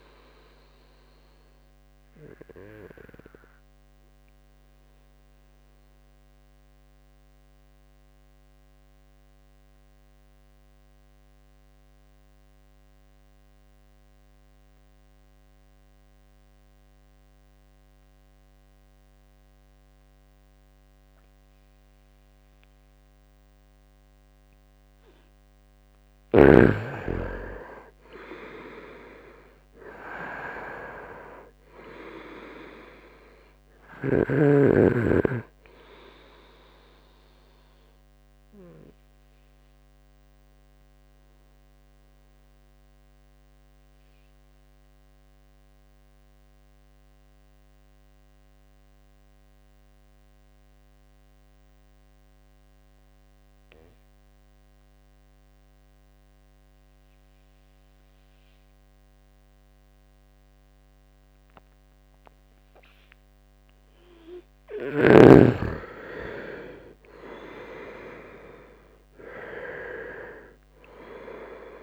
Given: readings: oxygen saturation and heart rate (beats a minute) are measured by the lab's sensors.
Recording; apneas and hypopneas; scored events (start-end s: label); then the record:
breathing in sleep by a microphone on the trachea; 2
0.00-18.00 s: oxygen desaturation (device-marked, oxygen 87% lowest, heart rate 64 extreme)
1.50-24.00 s: obstructive apnea (oxygen 98% before, 84% lowest, heart rate 67 before, 64 extreme, up 2 after)
24.00-57.00 s: oxygen desaturation (device-marked, oxygen 98% before, 84% lowest, heart rate 67 before, 64 extreme)
26.50-30.50 s: arousal
38.50-62.50 s: obstructive apnea (oxygen 98% before, 84% lowest, heart rate 69 before, 64 extreme, up 3 after)
67.00-71.50 s: arousal
From the record:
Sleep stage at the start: N2 (light sleep); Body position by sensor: on the right side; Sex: male